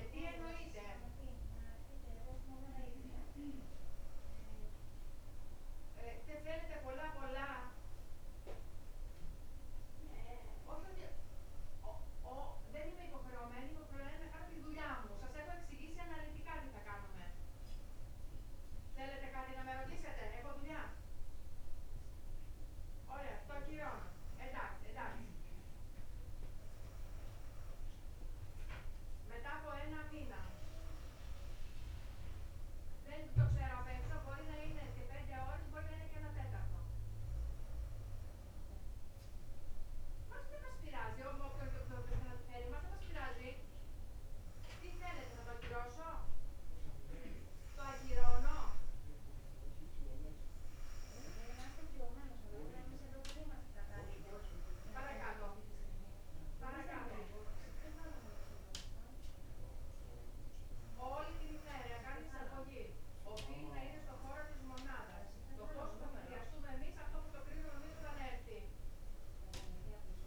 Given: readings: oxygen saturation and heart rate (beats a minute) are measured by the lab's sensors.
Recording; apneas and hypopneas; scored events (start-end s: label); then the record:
breathing in sleep by a room microphone; none
none scored
From the record:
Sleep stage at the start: N2 (light sleep); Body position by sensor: on the back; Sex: female